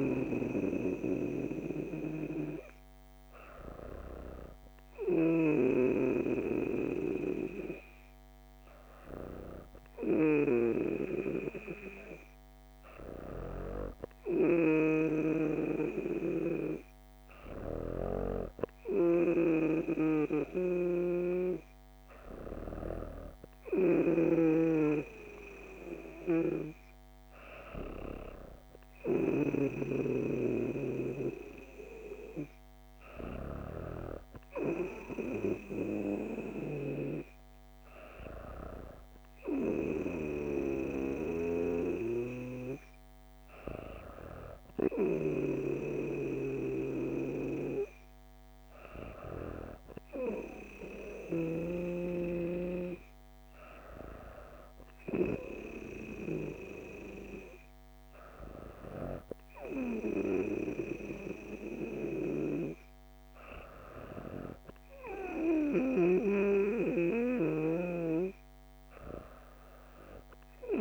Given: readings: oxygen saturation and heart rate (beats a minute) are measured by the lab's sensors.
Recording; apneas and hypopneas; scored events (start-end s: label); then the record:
breathing in sleep by a microphone on the trachea; none
none scored
From the record:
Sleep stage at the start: N2 (light sleep); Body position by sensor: on the back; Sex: female